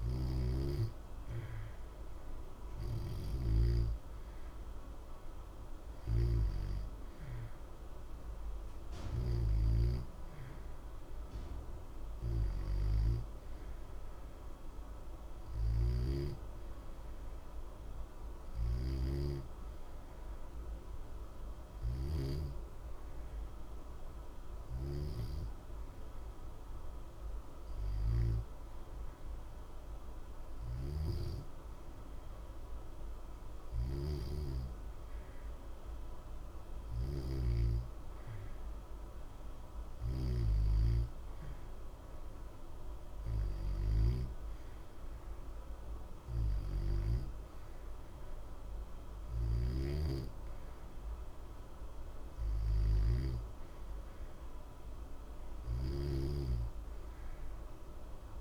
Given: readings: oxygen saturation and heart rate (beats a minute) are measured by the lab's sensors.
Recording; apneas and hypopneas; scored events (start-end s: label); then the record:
breathing in sleep by a room microphone; 1
15.00-18.50 s: snoring (device-marked)
21.50-35.00 s: hypopnea (oxygen 90% before, 88% lowest, heart rate 60 before, 60 extreme, up 0 after)
37.00-40.50 s: arousal
55.50-58.41 s: snoring (device-marked)
From the record:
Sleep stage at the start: N2 (light sleep); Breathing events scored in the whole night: 302 in 5.8 hours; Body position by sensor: on the back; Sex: male